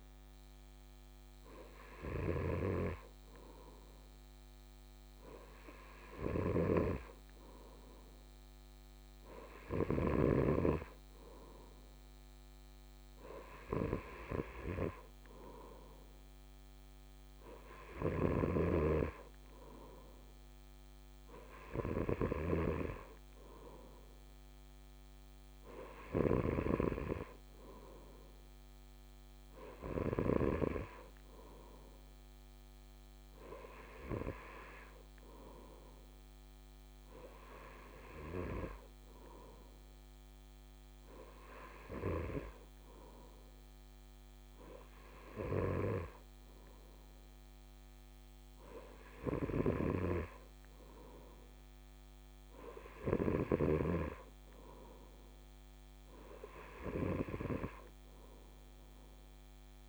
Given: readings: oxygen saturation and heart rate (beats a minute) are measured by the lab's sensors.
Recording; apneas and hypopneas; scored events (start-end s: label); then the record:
breathing in sleep by a microphone on the trachea; none
none scored
From the record:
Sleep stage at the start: N3 (deep sleep); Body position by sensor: on the right side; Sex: male